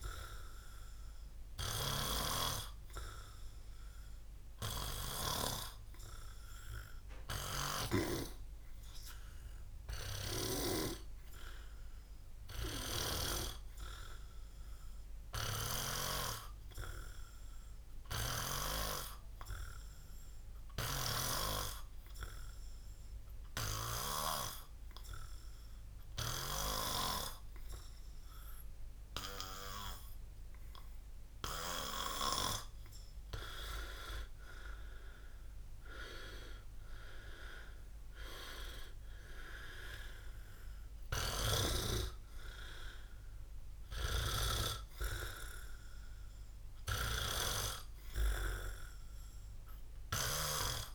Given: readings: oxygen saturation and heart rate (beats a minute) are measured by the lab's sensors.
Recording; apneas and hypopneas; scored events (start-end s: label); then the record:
breathing in sleep by a room microphone; 1
0.00-15.00 s: oxygen desaturation (device-marked, oxygen 95% lowest, heart rate 62 extreme)
18.00-33.00 s: hypopnea (oxygen 99% before, 93% lowest, heart rate 67 before, 62 extreme, up 10 after)
35.00-39.50 s: arousal
35.00-50.95 s: oxygen desaturation (device-marked, oxygen 99% before, 93% lowest, heart rate 66 before, 62 extreme)
From the record:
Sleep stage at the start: N2 (light sleep); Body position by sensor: on the back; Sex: male